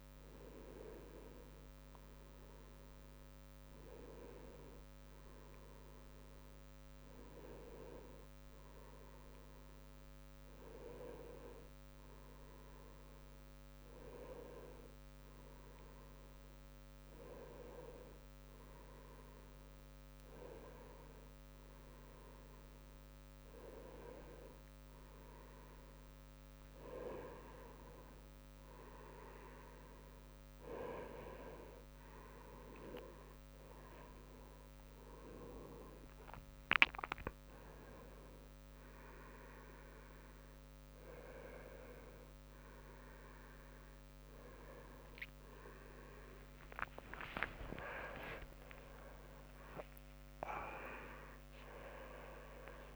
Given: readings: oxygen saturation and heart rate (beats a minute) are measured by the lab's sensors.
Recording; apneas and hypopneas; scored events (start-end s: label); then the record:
breathing in sleep by a microphone on the trachea; none
0.00-2.00 s: arousal
0.00-14.50 s: drop in pulse transit time (device-marked, heart rate 73 extreme)
15.50-52.96 s: new sleep stage, N1 (lightest sleep)
26.00-29.50 s: leg movement (device-marked)
30.00-33.50 s: leg movement (device-marked)
46.50-52.96 s: arousal
48.00-51.00 s: leg movement (device-marked)
48.50-50.50 s: long interval between heartbeats (device-marked, heart rate 81 before, 89 extreme)
48.50-52.96 s: tachycardia (device-marked, heart rate 68 before, 106 extreme)
51.00-52.96 s: long interval between heartbeats (device-marked, heart rate 82 before, 98 extreme)
From the record:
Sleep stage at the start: N2 (light sleep); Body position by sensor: on the right side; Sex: male